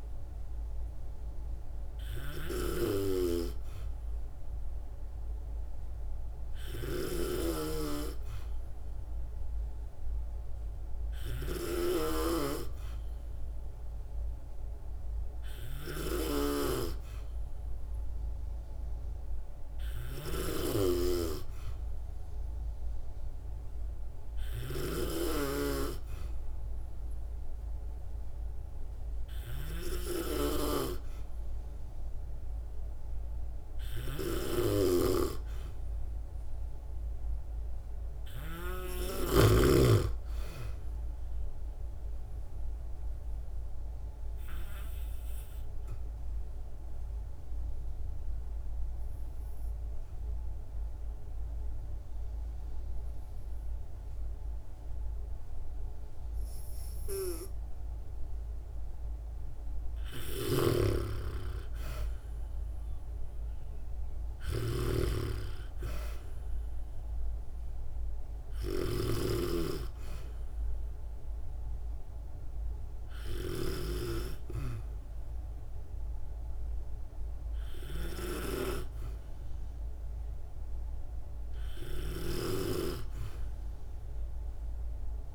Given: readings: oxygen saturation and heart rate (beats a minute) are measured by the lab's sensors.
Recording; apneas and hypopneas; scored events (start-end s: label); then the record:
breathing in sleep by a room microphone; 1
0.00-38.50 s: snoring (device-marked)
36.00-39.00 s: arousal
42.50-59.00 s: obstructive apnea (oxygen 95% before, 89% lowest, heart rate 67 before, 60 extreme, up 0 after)
60.00-85.35 s: snoring (device-marked)
61.00-64.50 s: arousal
61.00-81.00 s: oxygen desaturation (device-marked, oxygen 97% before, 89% lowest, heart rate 67 before, 60 extreme)
From the record:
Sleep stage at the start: N2 (light sleep); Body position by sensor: on the back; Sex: female